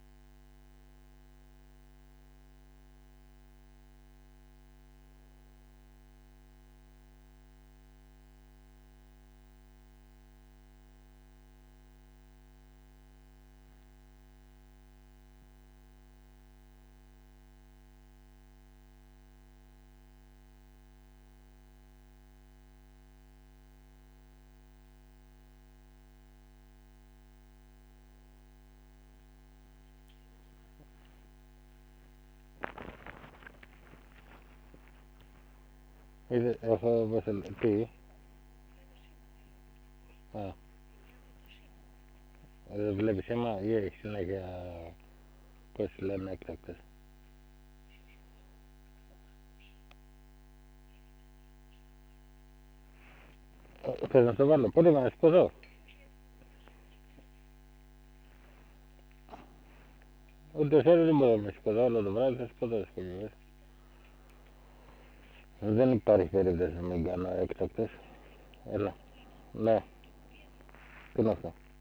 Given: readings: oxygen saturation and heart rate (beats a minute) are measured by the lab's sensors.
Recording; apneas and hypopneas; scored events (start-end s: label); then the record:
a person awake in a sleep study, by a microphone on the trachea; none
61.50-67.00 s: snoring (device-marked)
From the record:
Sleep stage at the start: awake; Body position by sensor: on the back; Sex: male